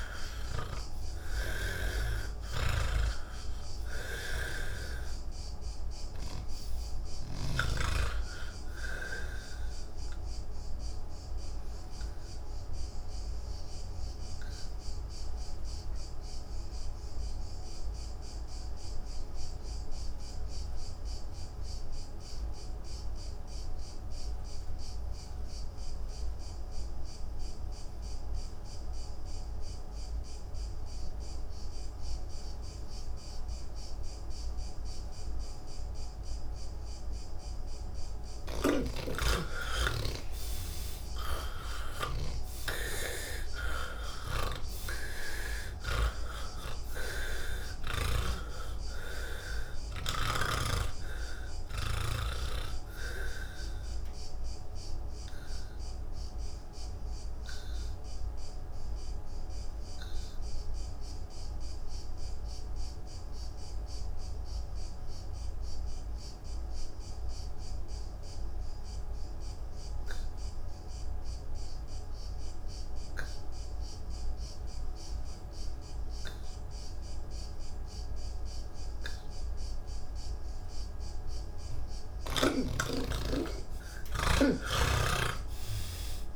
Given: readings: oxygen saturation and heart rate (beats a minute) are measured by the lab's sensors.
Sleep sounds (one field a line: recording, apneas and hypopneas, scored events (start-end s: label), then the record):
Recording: breathing in sleep by a room microphone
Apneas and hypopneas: 2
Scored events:
0.00-8.00 s: snoring (device-marked)
0.00-22.50 s: oxygen desaturation (device-marked, oxygen 77% lowest, heart rate 56 extreme)
9.00-36.50 s: obstructive apnea (oxygen 98% before, 77% lowest, heart rate 85 before, 36 extreme)
35.50-66.50 s: oxygen desaturation (device-marked, oxygen 98% before, 77% lowest, heart rate 110 before, 36 extreme)
38.50-42.50 s: snoring (device-marked)
44.50-48.50 s: snoring (device-marked)
52.50-79.50 s: obstructive apnea (oxygen 98% before, 77% lowest, heart rate 94 before, 77 extreme, up 45 after)
78.50-86.36 s: oxygen desaturation (device-marked, oxygen 99% before, 81% lowest, heart rate 121 before, 43 extreme)
84.50-86.36 s: snoring (device-marked)
From the record:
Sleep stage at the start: N2 (light sleep)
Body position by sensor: on the back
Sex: male